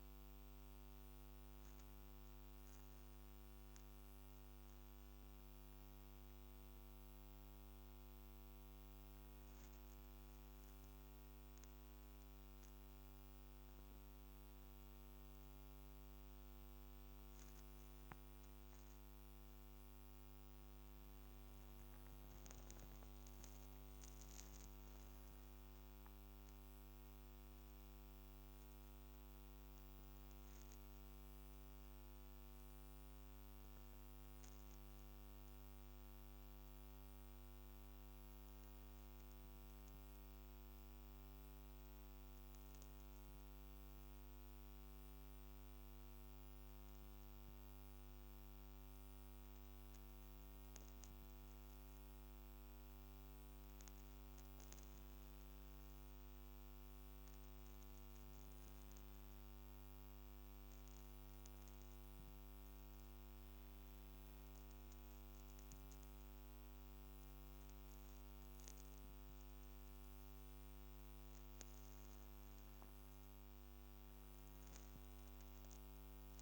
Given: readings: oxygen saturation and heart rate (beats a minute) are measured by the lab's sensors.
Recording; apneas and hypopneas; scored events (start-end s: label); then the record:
breathing in sleep, hard to hear, by a microphone on the trachea; 1
34.00-48.50 s: obstructive apnea (oxygen 98% before, 96% lowest, heart rate 60 before, 58 extreme, up 3 after)
51.00-55.00 s: arousal
From the record:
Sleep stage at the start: N2 (light sleep); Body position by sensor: upright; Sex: female